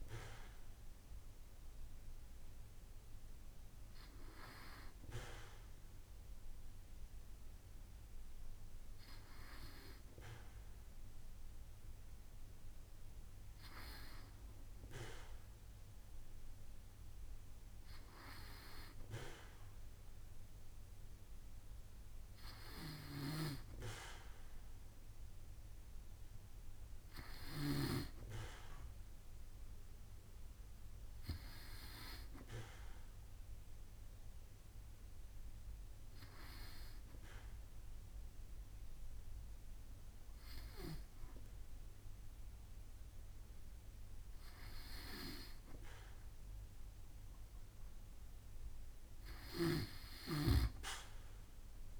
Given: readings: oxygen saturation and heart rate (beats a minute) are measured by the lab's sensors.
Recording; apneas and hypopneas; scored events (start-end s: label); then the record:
breathing in sleep by a room microphone; 1
33.50-46.50 s: hypopnea (oxygen 95% before, 93% lowest, heart rate 69 before, 66 extreme, up 3 after)
51.00-52.00 s: arousal
From the record:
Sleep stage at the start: N2 (light sleep); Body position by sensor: on the back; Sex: male